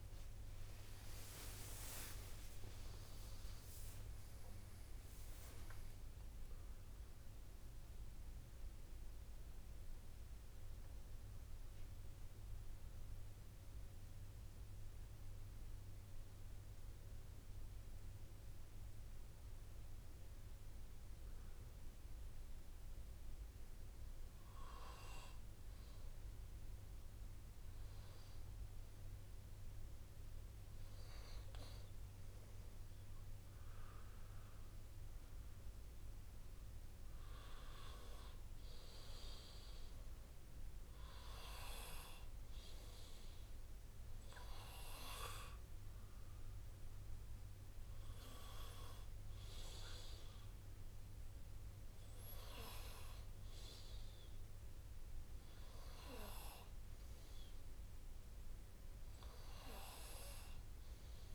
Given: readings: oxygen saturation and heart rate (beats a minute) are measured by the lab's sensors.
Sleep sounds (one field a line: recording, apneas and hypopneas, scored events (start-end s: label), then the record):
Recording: breathing in sleep by a room microphone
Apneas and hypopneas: 1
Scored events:
0.00-1.50 s: arousal
1.50-3.50 s: long interval between heartbeats (device-marked)
4.50-6.50 s: long interval between heartbeats (device-marked)
9.00-22.50 s: hypopnea (oxygen 97% before, 97% lowest)
23.00-61.35 s: new sleep stage, N2 (light sleep)
23.50-28.00 s: arousal
40.50-42.50 s: long interval between heartbeats (device-marked, heart rate 50 before, 58 extreme)
43.50-45.50 s: long interval between heartbeats (device-marked, heart rate 54 before, 48 extreme)
51.50-53.50 s: long interval between heartbeats (device-marked)
54.50-56.50 s: long interval between heartbeats (device-marked, heart rate 44 before, 39 extreme)
60.00-61.35 s: long interval between heartbeats (device-marked, heart rate 38 before, 44 extreme)
From the record:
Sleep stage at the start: N1 (lightest sleep)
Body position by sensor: on the right side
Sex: male